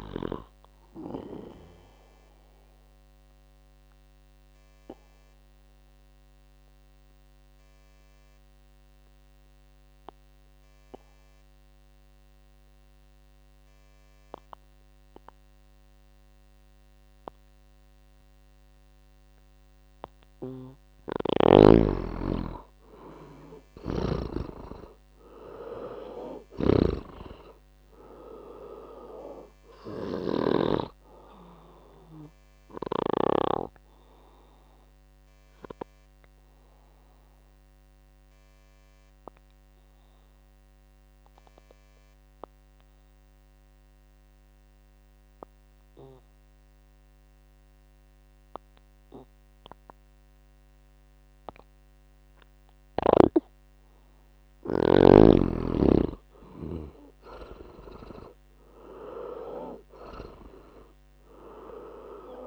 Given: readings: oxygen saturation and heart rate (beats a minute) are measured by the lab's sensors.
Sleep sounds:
breathing in sleep by a microphone on the trachea; 2
0.00-19.00 s: oxygen desaturation (device-marked, oxygen 88% lowest, heart rate 57 extreme)
1.00-20.50 s: obstructive apnea (oxygen 99% before, 84% lowest, heart rate 73 before, 57 extreme, up 13 after)
23.00-27.00 s: arousal
26.00-30.50 s: snoring (device-marked)
28.00-49.00 s: oxygen desaturation (device-marked, oxygen 99% before, 85% lowest, heart rate 64 before, 60 extreme)
33.00-53.00 s: obstructive apnea (oxygen 99% before, 84% lowest, heart rate 67 before, 60 extreme, up 8 after)
57.00-60.50 s: arousal
58.00-62.47 s: oxygen desaturation (device-marked, oxygen 99% before, 84% lowest, heart rate 65 before, 60 extreme)
From the record:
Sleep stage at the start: N2 (light sleep); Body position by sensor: on the back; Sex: male

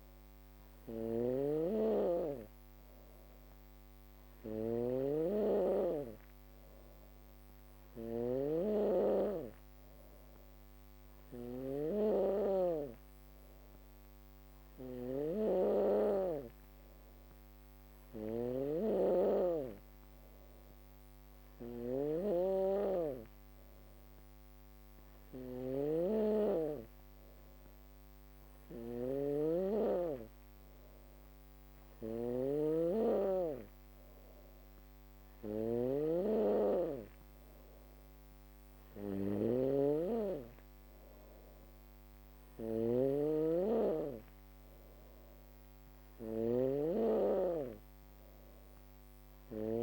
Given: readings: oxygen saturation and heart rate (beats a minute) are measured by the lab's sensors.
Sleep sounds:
breathing in sleep by a microphone on the trachea; none
0.00-49.83 s: snoring (device-marked)
From the record:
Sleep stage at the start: N2 (light sleep); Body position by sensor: on the back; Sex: female

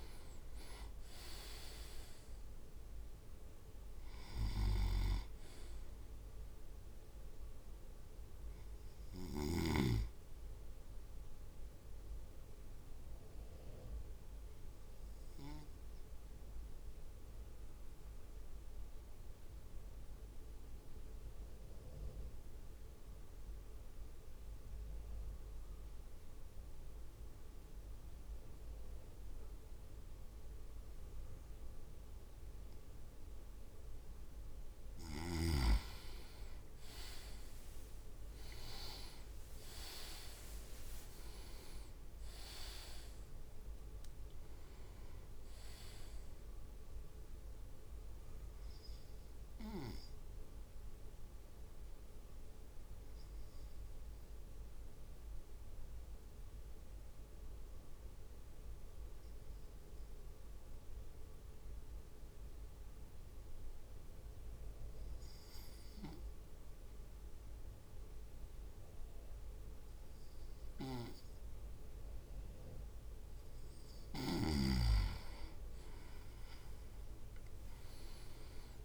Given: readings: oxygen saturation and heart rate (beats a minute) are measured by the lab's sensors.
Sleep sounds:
breathing in sleep by a room microphone; 2
11.00-34.00 s: obstructive apnea (oxygen 99% before, 96% lowest)
36.50-41.00 s: arousal
37.00-41.50 s: leg movement (device-marked)
48.50-73.50 s: obstructive apnea (oxygen 99% before, 97% lowest)
76.00-78.85 s: arousal
From the record:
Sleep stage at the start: N2 (light sleep); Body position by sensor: on the right side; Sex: male

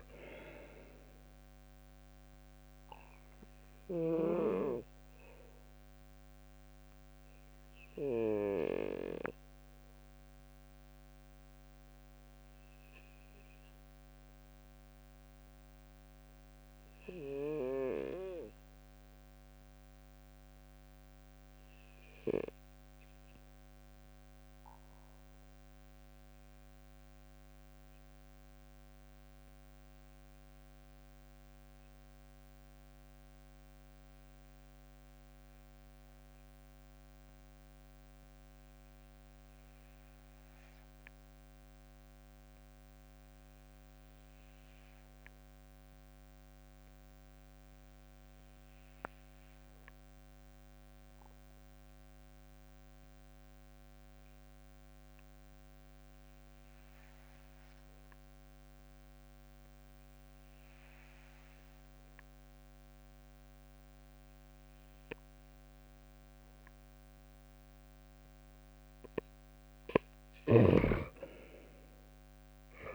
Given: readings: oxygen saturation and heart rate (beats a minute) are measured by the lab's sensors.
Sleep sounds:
breathing in sleep by a microphone on the trachea; 1
4.50-68.50 s: obstructive apnea (oxygen 98% before, 91% lowest, heart rate 73 before, 66 extreme, up 10 after)
14.50-26.50 s: oxygen desaturation (device-marked, oxygen 98% before, 92% lowest, heart rate 69 before, 66 extreme)
51.50-65.50 s: oxygen desaturation (device-marked, oxygen 98% before, 96% lowest, heart rate 69 before, 69 extreme)
51.50-72.95 s: new sleep stage, N2 (light sleep)
From the record:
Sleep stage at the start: REM sleep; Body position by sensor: on the right side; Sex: male

